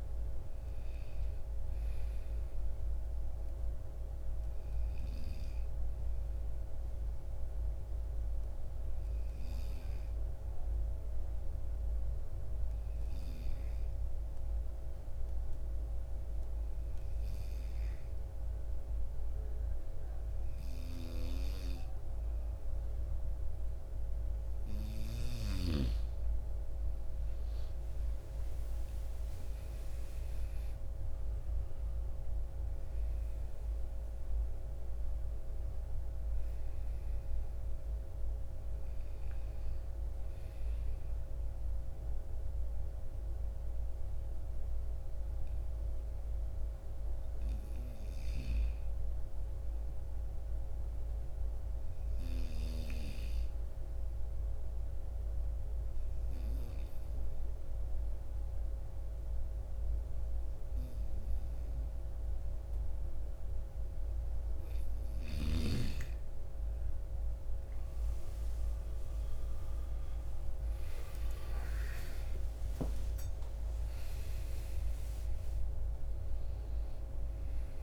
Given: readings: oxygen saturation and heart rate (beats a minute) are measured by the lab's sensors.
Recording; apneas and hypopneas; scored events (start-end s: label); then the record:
breathing in sleep by a room microphone; 2
0.00-16.00 s: oxygen desaturation (device-marked, oxygen 89% lowest, heart rate 52 extreme)
8.00-24.00 s: obstructive apnea (oxygen 97% before, 89% lowest, heart rate 72 before, 53 extreme, up 30 after)
27.50-31.50 s: arousal
34.00-54.00 s: oxygen desaturation (device-marked, oxygen 96% before, 91% lowest, heart rate 62 before, 53 extreme)
52.50-64.50 s: obstructive apnea (oxygen 96% before, 90% lowest, heart rate 62 before, 54 extreme, up 40 after)
70.50-76.00 s: arousal
From the record:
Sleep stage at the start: N2 (light sleep); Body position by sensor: on the right side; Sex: male